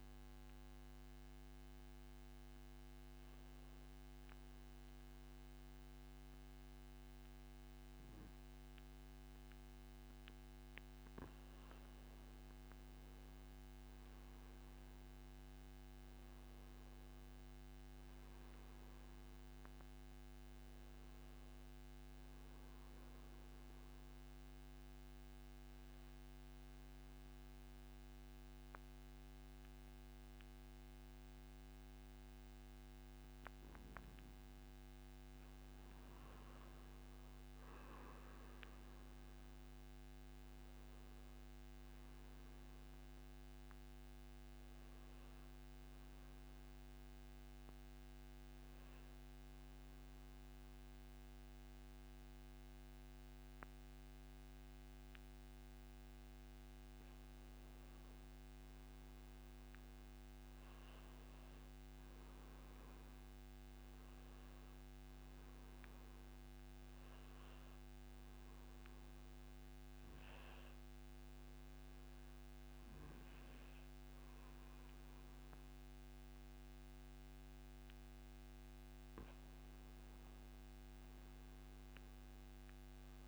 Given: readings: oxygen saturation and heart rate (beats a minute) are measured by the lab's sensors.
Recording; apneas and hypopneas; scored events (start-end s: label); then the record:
breathing in sleep, hard to hear, by a microphone on the trachea; 1
0.00-1.50 s: oxygen desaturation (device-marked, oxygen 93% lowest)
13.50-33.50 s: oxygen desaturation (device-marked, oxygen 96% before, 89% lowest)
15.00-18.50 s: arousal
23.50-36.00 s: central apnea (oxygen 99% before, 89% lowest)
38.00-42.00 s: arousal
39.50-55.50 s: oxygen desaturation (device-marked, oxygen 97% before, 91% lowest)
From the record:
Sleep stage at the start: N2 (light sleep); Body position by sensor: on the back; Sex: male